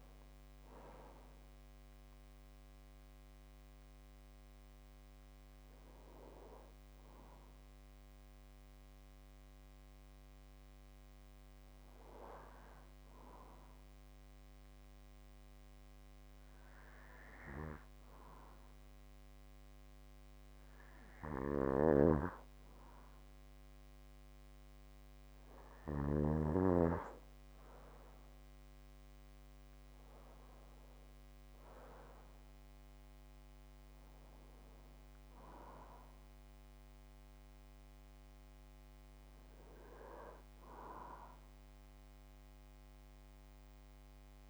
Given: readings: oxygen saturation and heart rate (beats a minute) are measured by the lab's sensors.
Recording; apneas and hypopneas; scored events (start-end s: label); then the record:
breathing in sleep by a microphone on the trachea; 1
0.00-4.50 s: oxygen desaturation (device-marked, oxygen 91% lowest)
12.00-23.50 s: hypopnea (oxygen 95% before, 92% lowest)
21.00-26.00 s: snoring (device-marked)
26.00-30.00 s: arousal
28.50-44.50 s: oxygen desaturation (device-marked, oxygen 97% before, 92% lowest)
From the record:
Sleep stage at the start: N2 (light sleep); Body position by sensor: on the back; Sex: male